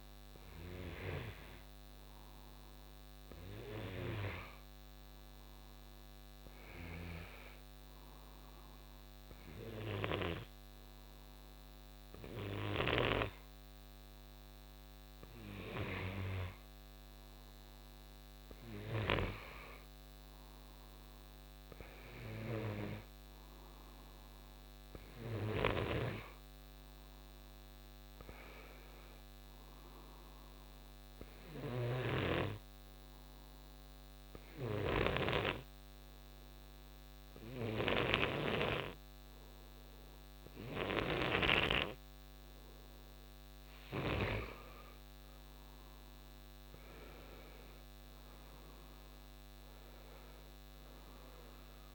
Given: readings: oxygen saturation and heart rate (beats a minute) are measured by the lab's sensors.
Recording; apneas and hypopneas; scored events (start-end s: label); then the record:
breathing in sleep by a microphone on the trachea; none
12.50-19.00 s: snoring (device-marked)
25.50-35.00 s: snoring (device-marked)
From the record:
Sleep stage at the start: N2 (light sleep); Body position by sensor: on the right side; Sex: male